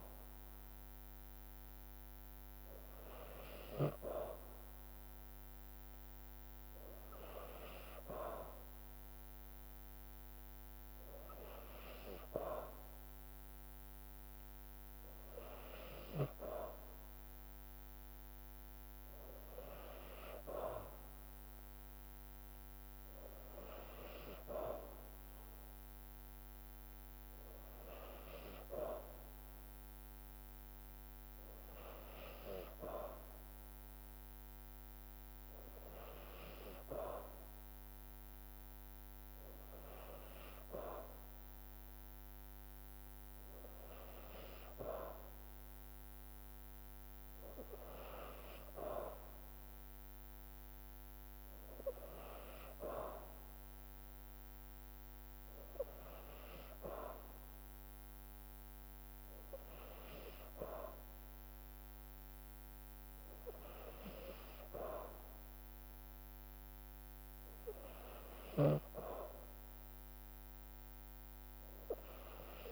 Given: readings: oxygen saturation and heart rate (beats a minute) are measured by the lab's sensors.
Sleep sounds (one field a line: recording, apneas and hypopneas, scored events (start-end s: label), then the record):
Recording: breathing in sleep by a microphone on the trachea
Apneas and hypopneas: none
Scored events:
none scored
From the record:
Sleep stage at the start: N2 (light sleep)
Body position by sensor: on the back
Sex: female